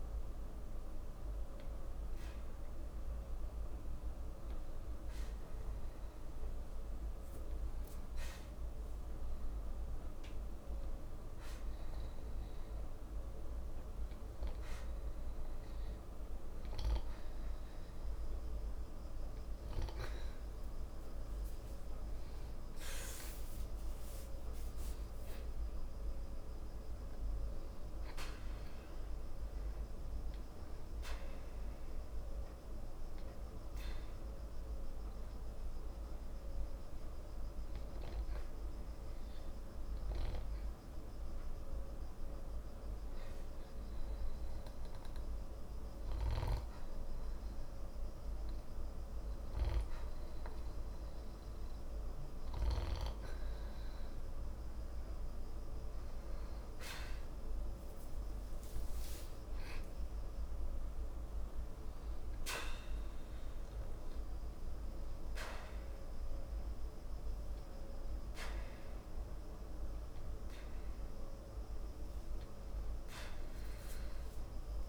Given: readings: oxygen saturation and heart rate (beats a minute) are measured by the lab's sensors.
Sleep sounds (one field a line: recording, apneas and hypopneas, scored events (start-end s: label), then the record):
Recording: breathing in sleep, hard to hear, by a room microphone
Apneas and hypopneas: 2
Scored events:
1.00-20.50 s: hypopnea (oxygen 93% before, 91% lowest, heart rate 73 before, 54 extreme, up 41 after)
22.00-26.50 s: arousal
34.00-54.50 s: hypopnea (oxygen 94% before, 91% lowest, heart rate 67 before, 56 extreme, up 9 after)
53.00-74.89 s: oxygen desaturation (device-marked, oxygen 95% before, 91% lowest, heart rate 57 before, 55 extreme)
58.50-63.00 s: arousal
From the record:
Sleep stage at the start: N2 (light sleep)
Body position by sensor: on the back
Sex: male